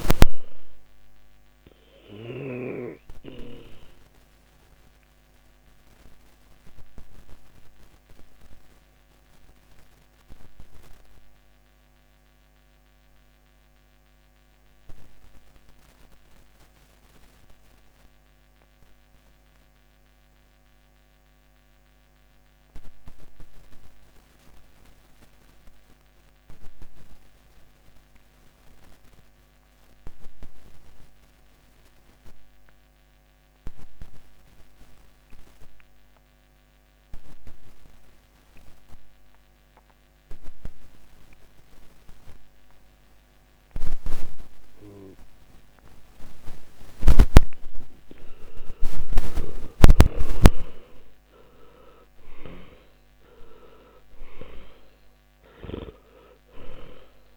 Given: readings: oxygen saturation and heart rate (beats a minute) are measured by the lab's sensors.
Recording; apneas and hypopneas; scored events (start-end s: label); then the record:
breathing in sleep by a microphone on the trachea; 1
0.00-3.00 s: snoring (device-marked)
4.00-48.50 s: obstructive apnea (oxygen 99% before, 77% lowest, heart rate 62 before, 49 extreme, up 18 after)
5.50-32.50 s: oxygen desaturation (device-marked, oxygen 97% before, 84% lowest, heart rate 63 before, 50 extreme)
46.50-57.37 s: oxygen desaturation (device-marked, oxygen 97% before, 77% lowest, heart rate 56 before, 50 extreme)
49.50-53.50 s: arousal
55.50-57.37 s: snoring (device-marked)
From the record:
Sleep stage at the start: N2 (light sleep); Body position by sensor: on the back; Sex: male